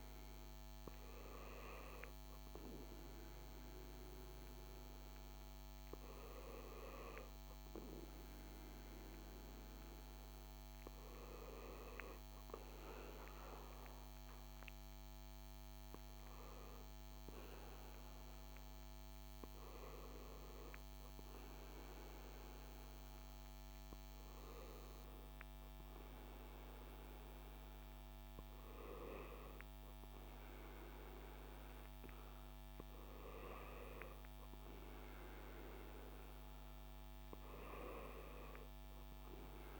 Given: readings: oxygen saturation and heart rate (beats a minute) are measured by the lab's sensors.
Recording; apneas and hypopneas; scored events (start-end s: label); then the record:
breathing in sleep by a microphone on the trachea; none
none scored
From the record:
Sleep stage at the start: N2 (light sleep); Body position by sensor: on the back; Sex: male